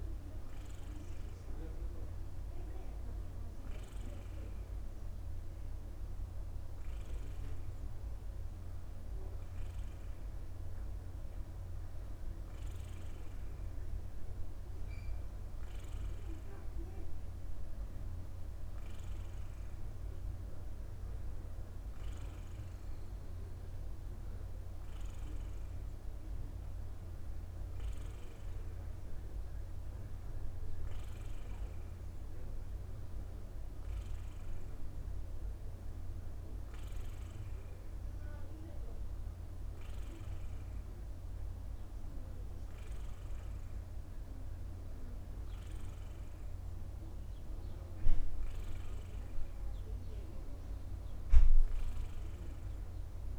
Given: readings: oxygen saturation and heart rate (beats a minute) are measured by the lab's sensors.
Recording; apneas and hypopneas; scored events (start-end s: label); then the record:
breathing in sleep, hard to hear, by a room microphone; none
none scored
From the record:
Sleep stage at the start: N2 (light sleep); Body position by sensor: upright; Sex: male